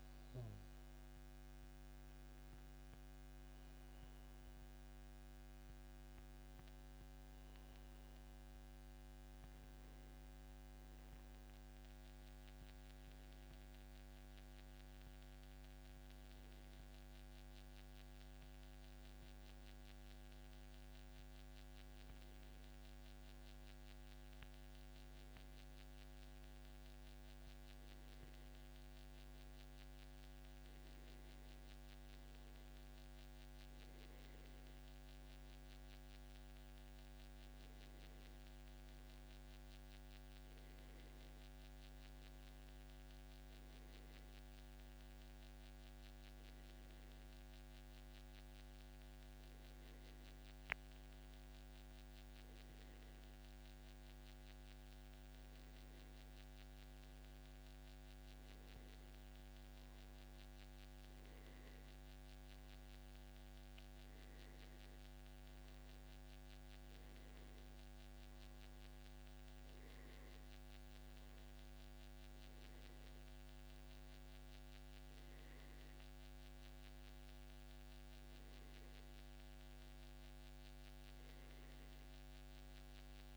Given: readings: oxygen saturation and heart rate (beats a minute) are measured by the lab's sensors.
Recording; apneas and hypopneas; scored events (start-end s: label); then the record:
breathing in sleep, hard to hear, by a microphone on the trachea; none
none scored
From the record:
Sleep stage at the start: N1 (lightest sleep); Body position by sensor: on the back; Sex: male